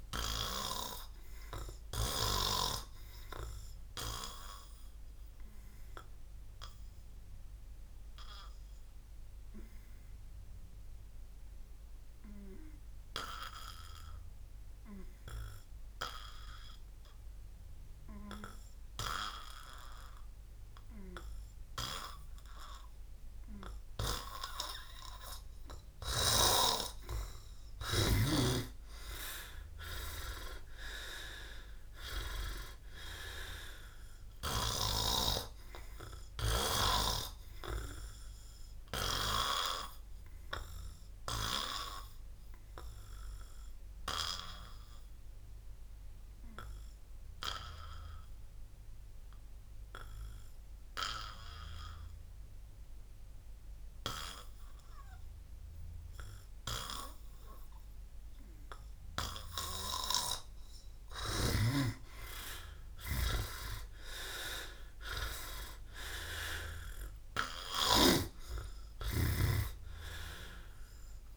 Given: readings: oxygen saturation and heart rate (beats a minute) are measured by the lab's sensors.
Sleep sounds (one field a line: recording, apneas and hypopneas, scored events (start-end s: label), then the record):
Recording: breathing in sleep by a room microphone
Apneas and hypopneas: 2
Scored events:
2.00-26.50 s: obstructive apnea (oxygen 98% before, 89% lowest, heart rate 61 before, 27 extreme)
23.00-30.00 s: oxygen desaturation (device-marked, oxygen 97% before, 93% lowest, heart rate 57 before, 28 extreme)
29.00-32.50 s: arousal
32.00-48.00 s: oxygen desaturation (device-marked, oxygen 98% before, 89% lowest, heart rate 55 before, 26 extreme)
36.50-60.00 s: obstructive apnea (oxygen 98% before, 88% lowest, heart rate 69 before, 26 extreme)
62.00-66.50 s: arousal
From the record:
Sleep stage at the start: N2 (light sleep)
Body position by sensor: on the back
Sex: male